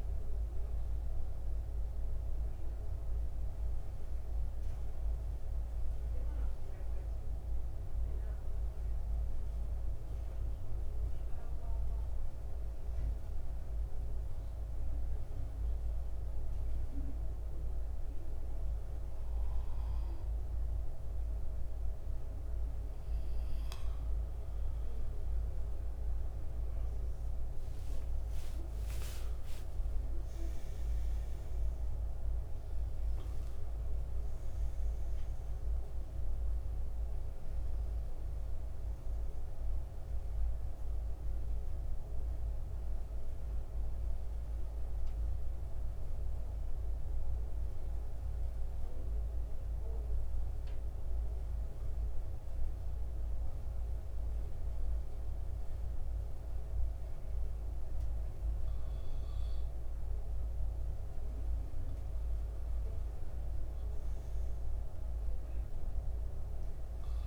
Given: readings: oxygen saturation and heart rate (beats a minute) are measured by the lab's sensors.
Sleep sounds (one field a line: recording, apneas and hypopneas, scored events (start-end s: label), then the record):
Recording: breathing in sleep, hard to hear, by a room microphone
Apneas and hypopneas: 2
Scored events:
0.00-16.50 s: oxygen desaturation (device-marked, oxygen 87% lowest, heart rate 71 extreme)
7.00-19.00 s: central apnea (oxygen 93% before, 86% lowest, heart rate 80 before, 71 extreme, up 9 after)
24.00-28.50 s: arousal
27.50-54.50 s: oxygen desaturation (device-marked, oxygen 92% before, 86% lowest, heart rate 75 before, 70 extreme)
45.50-58.00 s: hypopnea (oxygen 92% before, 85% lowest, heart rate 81 before, 70 extreme, up 5 after)
59.00-63.00 s: arousal
From the record:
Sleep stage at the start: N2 (light sleep)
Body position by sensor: on the back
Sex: male